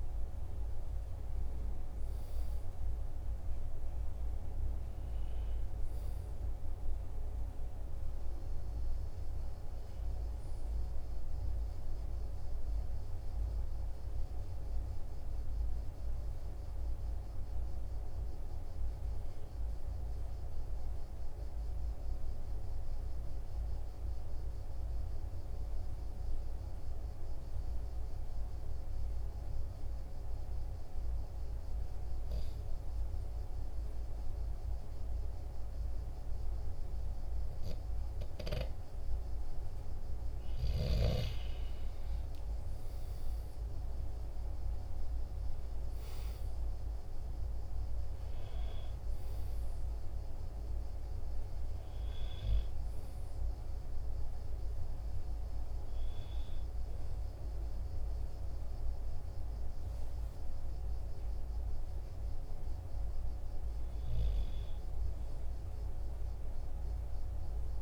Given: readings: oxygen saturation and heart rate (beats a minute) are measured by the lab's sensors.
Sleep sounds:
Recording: breathing in sleep, hard to hear, by a room microphone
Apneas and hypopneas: 1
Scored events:
20.00-38.50 s: obstructive apnea (oxygen 98% before, 93% lowest, heart rate 46 before, 45 extreme, up 2 after)
41.00-45.50 s: arousal
51.00-67.81 s: oxygen desaturation (device-marked, oxygen 96% before, 93% lowest, heart rate 48 before, 45 extreme)
From the record:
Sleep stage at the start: N2 (light sleep)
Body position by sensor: on the right side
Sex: male

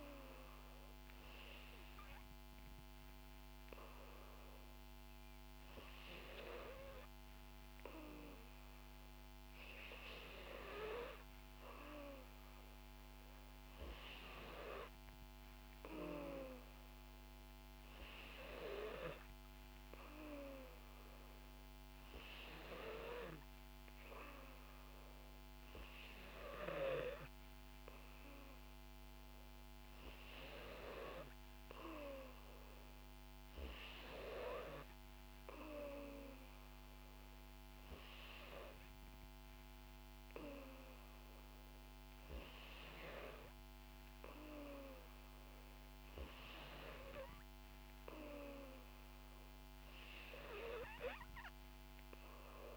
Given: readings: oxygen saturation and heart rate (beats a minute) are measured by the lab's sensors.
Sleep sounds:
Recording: breathing in sleep by a microphone on the trachea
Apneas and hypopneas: none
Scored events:
none scored
From the record:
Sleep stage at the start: N2 (light sleep)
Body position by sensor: on the back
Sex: female

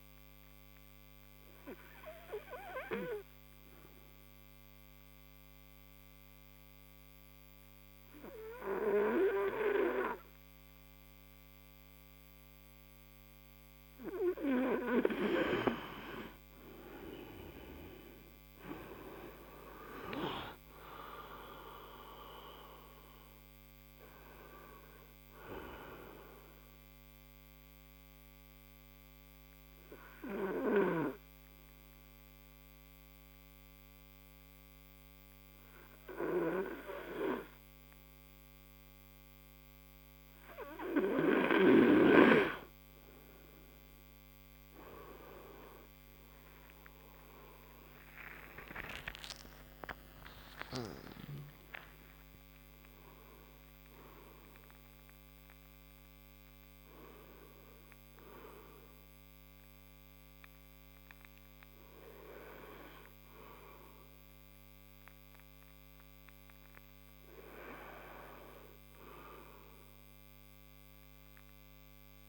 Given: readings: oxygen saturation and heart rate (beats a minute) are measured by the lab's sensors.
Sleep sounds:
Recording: breathing in sleep by a microphone on the trachea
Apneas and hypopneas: 2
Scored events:
0.00-2.00 s: oxygen desaturation (device-marked, oxygen 93% lowest)
0.50-14.00 s: obstructive apnea (oxygen 98% before, 93% lowest)
18.50-22.00 s: arousal
20.00-37.00 s: oxygen desaturation (device-marked, oxygen 97% before, 93% lowest)
26.50-42.50 s: obstructive apnea (oxygen 97% before, 93% lowest)
48.00-52.50 s: arousal
58.00-71.00 s: oxygen desaturation (device-marked, oxygen 99% before, 94% lowest)
From the record:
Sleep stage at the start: N2 (light sleep)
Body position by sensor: on the right side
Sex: male

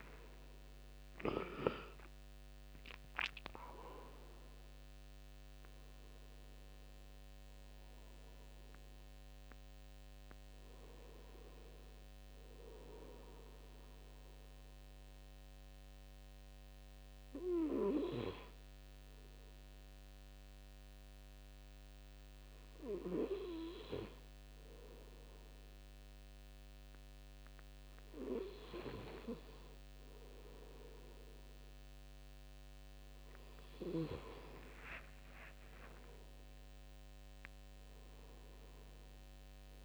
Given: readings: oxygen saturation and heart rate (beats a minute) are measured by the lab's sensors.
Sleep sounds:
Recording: breathing in sleep by a microphone on the trachea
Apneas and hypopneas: none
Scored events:
0.00-3.50 s: arousal
35.00-38.50 s: arousal
From the record:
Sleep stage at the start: N2 (light sleep)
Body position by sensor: on the front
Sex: male

